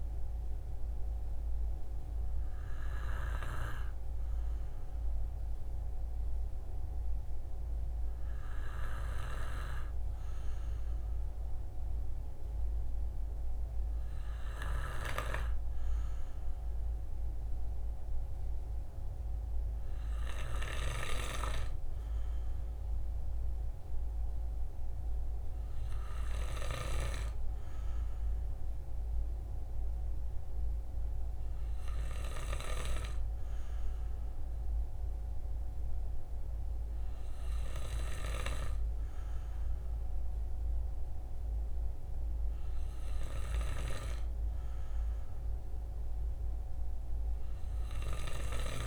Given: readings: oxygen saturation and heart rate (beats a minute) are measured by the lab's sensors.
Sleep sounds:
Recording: breathing in sleep by a room microphone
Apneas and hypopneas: none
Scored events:
none scored
From the record:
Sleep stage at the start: N2 (light sleep)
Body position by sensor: on the right side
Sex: male

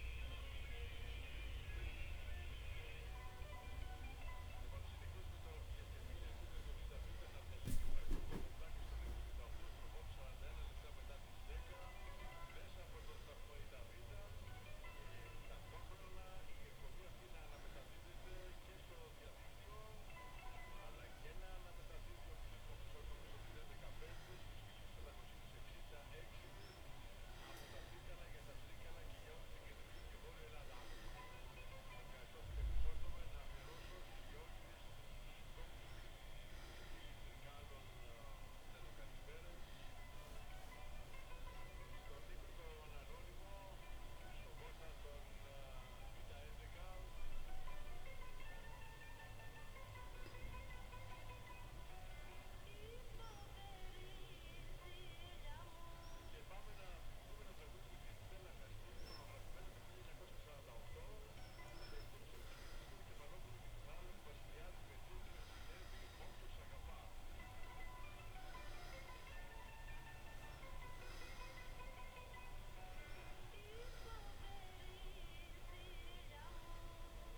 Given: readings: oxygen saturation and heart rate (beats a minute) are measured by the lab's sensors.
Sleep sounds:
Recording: breathing in sleep, hard to hear, by a room microphone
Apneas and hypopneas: 1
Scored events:
35.50-39.00 s: arousal
45.50-59.00 s: hypopnea (oxygen 92% before, 89% lowest)
61.50-65.50 s: arousal
75.00-77.38 s: oxygen desaturation (device-marked, oxygen 93% before, 89% lowest)
77.00-77.38 s: new sleep stage, awake
From the record:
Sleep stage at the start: N1 (lightest sleep)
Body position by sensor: on the back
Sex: female

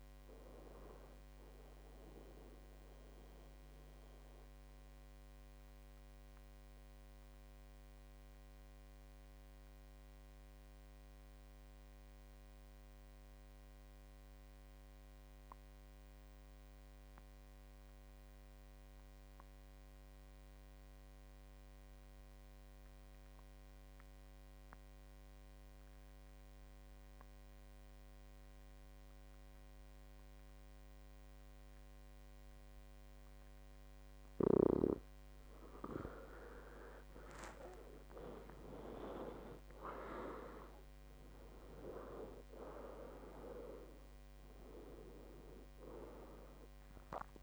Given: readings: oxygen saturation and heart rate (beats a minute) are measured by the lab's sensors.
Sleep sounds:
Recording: breathing in sleep by a microphone on the trachea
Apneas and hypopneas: 1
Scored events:
0.00-14.00 s: oxygen desaturation (device-marked, oxygen 91% lowest, heart rate 60 extreme)
3.50-36.00 s: obstructive apnea (oxygen 98% before, 88% lowest, heart rate 74 before, 60 extreme, up 19 after)
38.00-42.00 s: arousal
39.00-47.43 s: oxygen desaturation (device-marked, oxygen 97% before, 88% lowest, heart rate 63 before, 58 extreme)
From the record:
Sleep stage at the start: N2 (light sleep)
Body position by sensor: on the back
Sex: male

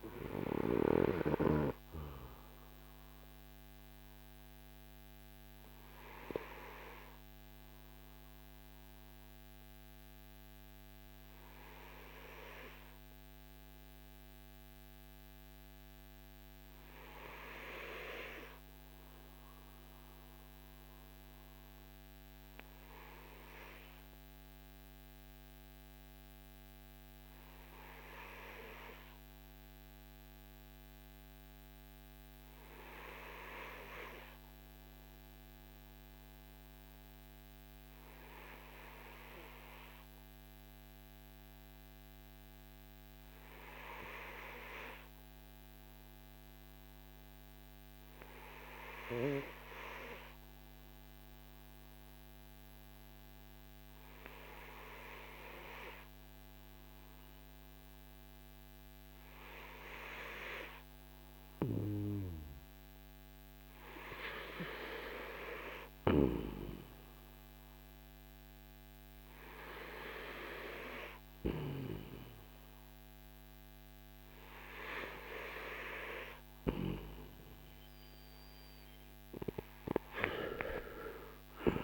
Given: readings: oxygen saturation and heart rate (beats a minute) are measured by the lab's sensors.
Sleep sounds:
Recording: breathing in sleep by a microphone on the trachea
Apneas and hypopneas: 1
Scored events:
0.00-27.00 s: oxygen desaturation (device-marked, oxygen 79% lowest, heart rate 43 extreme)
3.00-64.00 s: mixed apnea (oxygen 92% before, 79% lowest, heart rate 60 before, 43 extreme, up 7 after)
43.00-81.84 s: oxygen desaturation (device-marked, oxygen 97% before, 86% lowest, heart rate 51 before, 43 extreme)
65.50-69.00 s: arousal
From the record:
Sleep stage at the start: REM sleep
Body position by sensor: on the back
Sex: male

